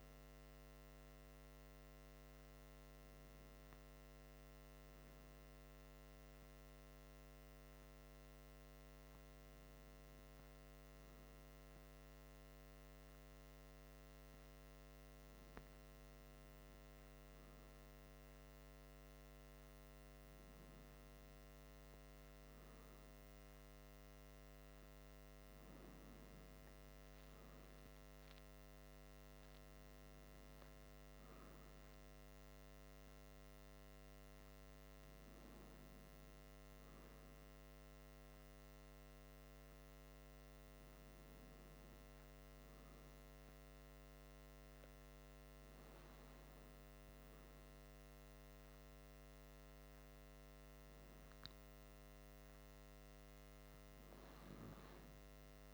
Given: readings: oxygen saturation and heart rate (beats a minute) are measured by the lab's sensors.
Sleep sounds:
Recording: breathing in sleep, hard to hear, by a microphone on the trachea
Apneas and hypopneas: none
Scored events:
none scored
From the record:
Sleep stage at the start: N2 (light sleep)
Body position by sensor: on the back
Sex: male

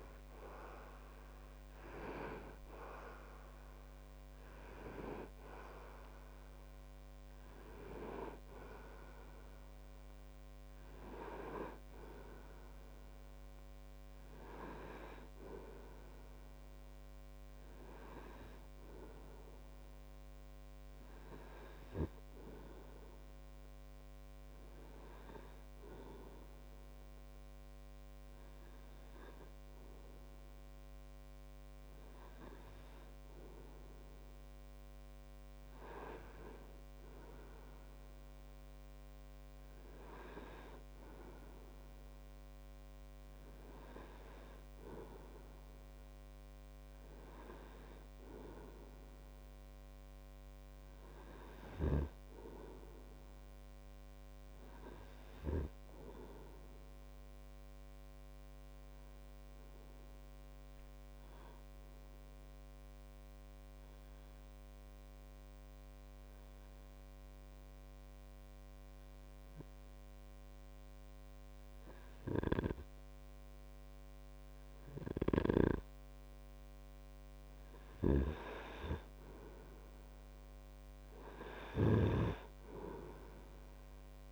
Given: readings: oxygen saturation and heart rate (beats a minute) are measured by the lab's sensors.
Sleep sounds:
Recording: breathing in sleep by a microphone on the trachea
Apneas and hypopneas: 2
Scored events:
21.00-33.50 s: hypopnea (oxygen 95% before, 94% lowest)
36.00-41.00 s: arousal
62.50-76.50 s: obstructive apnea (oxygen 100% before, 95% lowest)
72.50-76.00 s: snoring (device-marked)
78.00-82.50 s: snoring (device-marked)
80.50-84.32 s: arousal
From the record:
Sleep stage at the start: N2 (light sleep)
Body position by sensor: on the right side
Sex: male

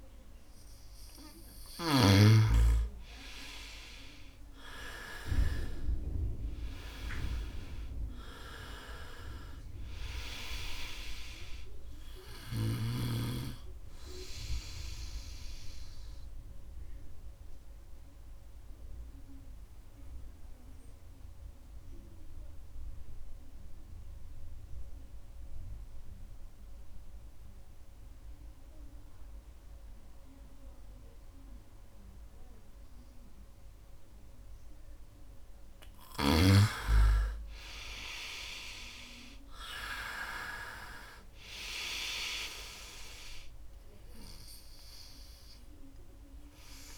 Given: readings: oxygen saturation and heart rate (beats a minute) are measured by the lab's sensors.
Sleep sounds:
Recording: breathing in sleep by a room microphone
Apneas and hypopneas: 1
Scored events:
0.50-4.50 s: arousal
4.00-26.00 s: oxygen desaturation (device-marked, oxygen 96% before, 90% lowest, heart rate 70 before, 69 extreme)
17.50-34.50 s: obstructive apnea (oxygen 97% before, 89% lowest, heart rate 72 before, 67 extreme, up 2 after)
36.50-40.50 s: arousal
43.00-46.98 s: oxygen desaturation (device-marked, oxygen 98% before, 91% lowest, heart rate 72 before, 66 extreme)
From the record:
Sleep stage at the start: N2 (light sleep)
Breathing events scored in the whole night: 320 in 4.1 hours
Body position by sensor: on the right side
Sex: male

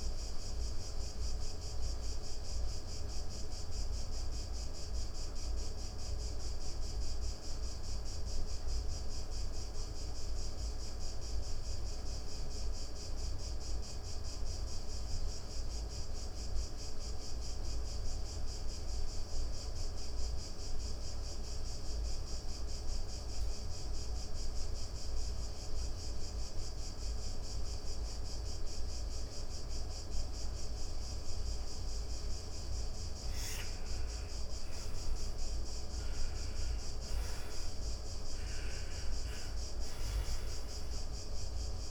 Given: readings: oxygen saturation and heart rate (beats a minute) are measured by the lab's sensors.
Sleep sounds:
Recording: breathing in sleep, hard to hear, by a room microphone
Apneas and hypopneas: 1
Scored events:
0.00-13.50 s: oxygen desaturation (device-marked, oxygen 82% lowest)
2.50-31.50 s: obstructive apnea (oxygen 98% before, 82% lowest)
26.50-41.91 s: oxygen desaturation (device-marked, oxygen 99% before, 83% lowest)
33.00-37.50 s: arousal
From the record:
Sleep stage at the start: N2 (light sleep)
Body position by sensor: on the back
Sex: female

